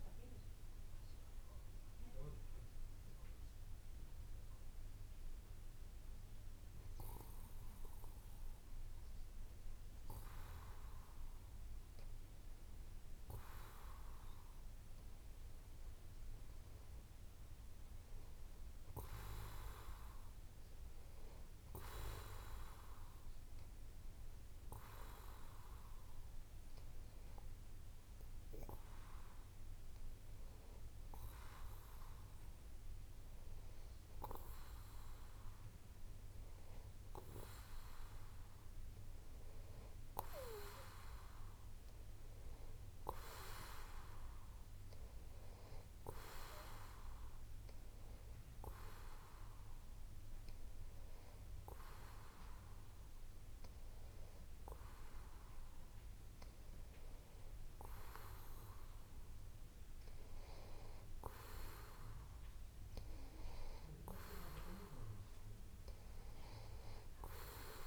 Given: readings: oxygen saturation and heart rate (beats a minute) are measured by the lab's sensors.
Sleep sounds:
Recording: breathing in sleep by a room microphone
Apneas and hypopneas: 1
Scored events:
4.00-15.00 s: hypopnea (oxygen 93% before, 91% lowest)
19.00-22.50 s: arousal
From the record:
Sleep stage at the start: N2 (light sleep)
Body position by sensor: on the back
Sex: male

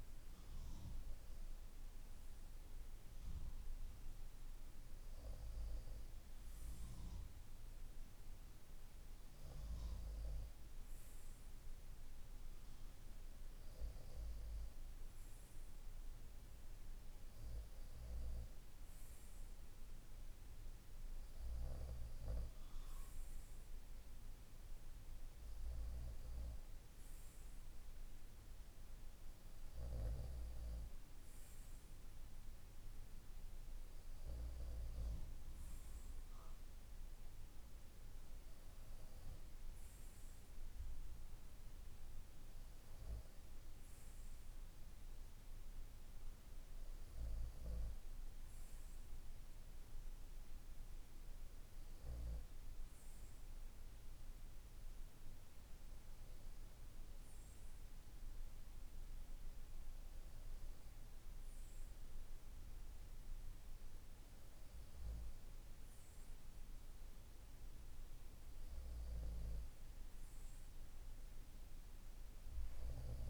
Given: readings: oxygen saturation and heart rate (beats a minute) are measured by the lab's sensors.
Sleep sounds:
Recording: breathing in sleep, hard to hear, by a room microphone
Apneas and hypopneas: none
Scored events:
none scored
From the record:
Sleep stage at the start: N2 (light sleep)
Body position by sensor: on the right side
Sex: male

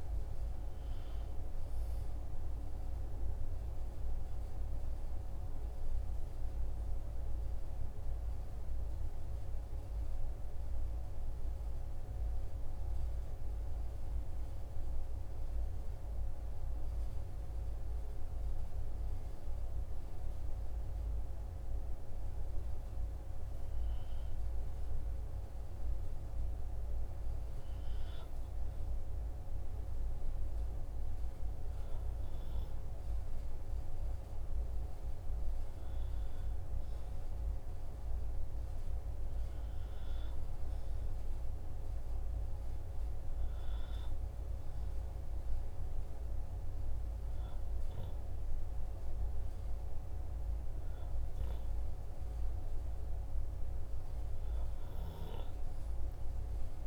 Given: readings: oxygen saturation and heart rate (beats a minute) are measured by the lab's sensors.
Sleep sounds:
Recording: breathing in sleep, hard to hear, by a room microphone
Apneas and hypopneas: 1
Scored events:
9.50-22.00 s: hypopnea (oxygen 96% before, 93% lowest, heart rate 51 before, 45 extreme, up 4 after)
25.50-29.50 s: arousal
From the record:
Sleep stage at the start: N2 (light sleep)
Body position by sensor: on the back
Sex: male

